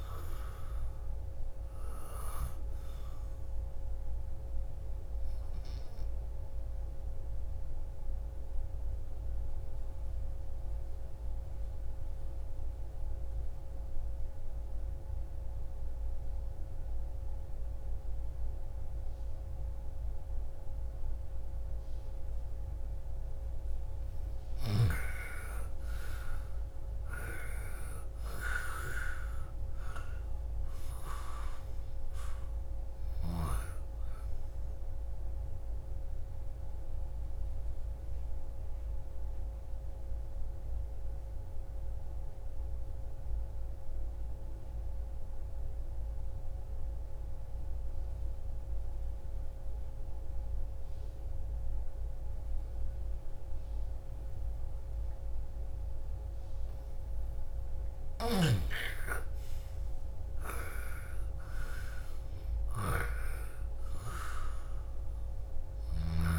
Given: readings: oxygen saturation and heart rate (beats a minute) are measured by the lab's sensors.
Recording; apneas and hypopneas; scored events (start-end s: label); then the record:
breathing in sleep by a room microphone; 2
0.00-19.00 s: oxygen desaturation (device-marked, oxygen 87% lowest, heart rate 38 extreme)
7.50-24.00 s: obstructive apnea (oxygen 98% before, 82% lowest, heart rate 59 before, 38 extreme, up 24 after)
25.00-29.00 s: arousal
31.00-51.00 s: oxygen desaturation (device-marked, oxygen 99% before, 84% lowest, heart rate 51 before, 38 extreme)
36.00-57.00 s: obstructive apnea (oxygen 99% before, 82% lowest, heart rate 58 before, 38 extreme, up 23 after)
57.00-66.39 s: oxygen desaturation (device-marked, oxygen 99% before, 82% lowest, heart rate 47 before, 28 extreme)
58.00-66.39 s: snoring (device-marked)
59.00-63.00 s: arousal
From the record:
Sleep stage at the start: N2 (light sleep); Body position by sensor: on the back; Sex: female